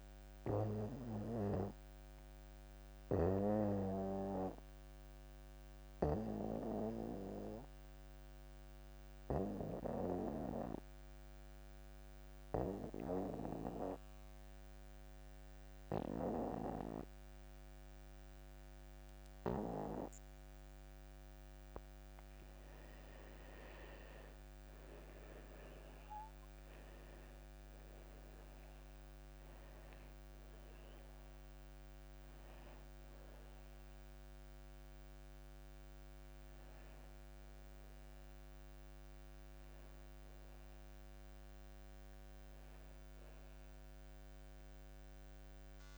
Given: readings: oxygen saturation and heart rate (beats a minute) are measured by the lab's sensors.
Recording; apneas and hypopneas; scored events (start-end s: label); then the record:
breathing in sleep by a microphone on the trachea; 1
0.00-2.50 s: oxygen desaturation (device-marked, oxygen 89% lowest)
2.50-22.50 s: obstructive apnea (oxygen 97% before, 83% lowest)
23.50-45.98 s: oxygen desaturation (device-marked, oxygen 94% before, 83% lowest)
24.50-28.50 s: arousal
From the record:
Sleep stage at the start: N2 (light sleep); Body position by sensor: on the back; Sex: male